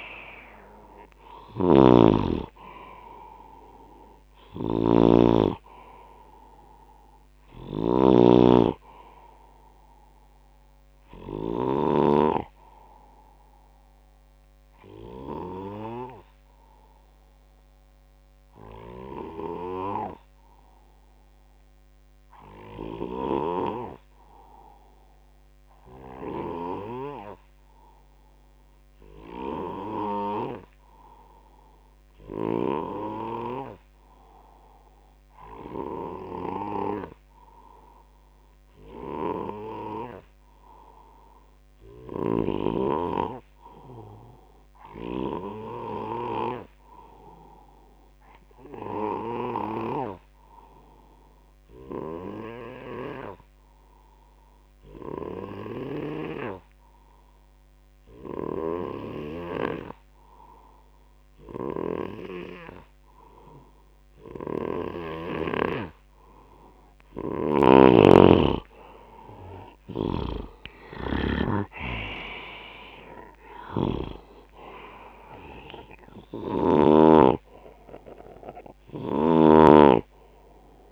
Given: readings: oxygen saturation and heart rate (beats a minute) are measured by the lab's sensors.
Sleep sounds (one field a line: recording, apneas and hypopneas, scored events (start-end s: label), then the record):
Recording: breathing in sleep by a microphone on the trachea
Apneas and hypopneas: 1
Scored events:
0.00-9.00 s: oxygen desaturation (device-marked, oxygen 90% lowest, heart rate 72 extreme)
0.00-12.00 s: snoring (device-marked)
15.50-63.50 s: hypopnea (oxygen 93% before, 90% lowest, heart rate 78 before, 66 extreme, up 7 after)
45.00-68.00 s: oxygen desaturation (device-marked, oxygen 97% before, 93% lowest, heart rate 76 before, 72 extreme)
67.50-71.50 s: snoring (device-marked)
69.00-73.00 s: arousal
73.50-77.00 s: snoring (device-marked)
75.00-80.92 s: oxygen desaturation (device-marked, oxygen 94% before, 91% lowest, heart rate 79 before, 55 extreme)
From the record:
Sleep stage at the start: N2 (light sleep)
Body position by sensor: on the back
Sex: male